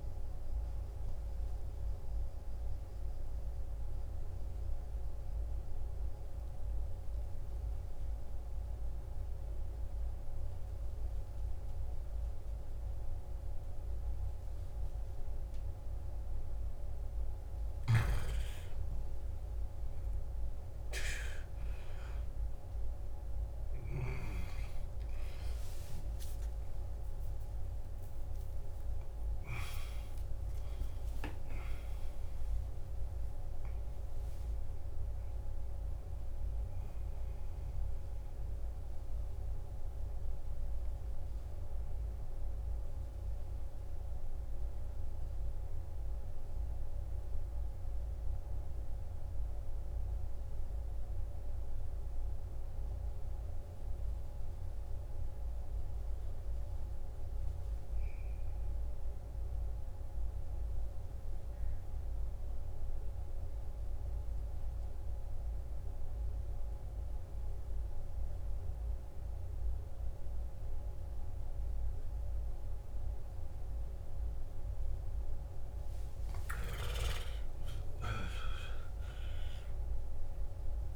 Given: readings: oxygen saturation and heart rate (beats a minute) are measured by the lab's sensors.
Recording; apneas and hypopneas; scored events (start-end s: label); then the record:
breathing in sleep, hard to hear, by a room microphone; 2
0.00-12.50 s: oxygen desaturation (device-marked, oxygen 87% lowest, heart rate 55 extreme)
2.50-18.50 s: mixed apnea (oxygen 93% before, 88% lowest, heart rate 75 before, 56 extreme, up 13 after)
21.00-25.50 s: arousal
26.50-36.50 s: oxygen desaturation (device-marked, oxygen 98% before, 93% lowest, heart rate 59 before, 51 extreme)
39.00-76.00 s: mixed apnea (oxygen 99% before, 89% lowest, heart rate 68 before, 51 extreme, up 18 after)
66.50-80.96 s: oxygen desaturation (device-marked, oxygen 98% before, 89% lowest, heart rate 53 before, 53 extreme)
76.50-80.96 s: arousal
From the record:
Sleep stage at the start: N2 (light sleep); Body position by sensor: on the left side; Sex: male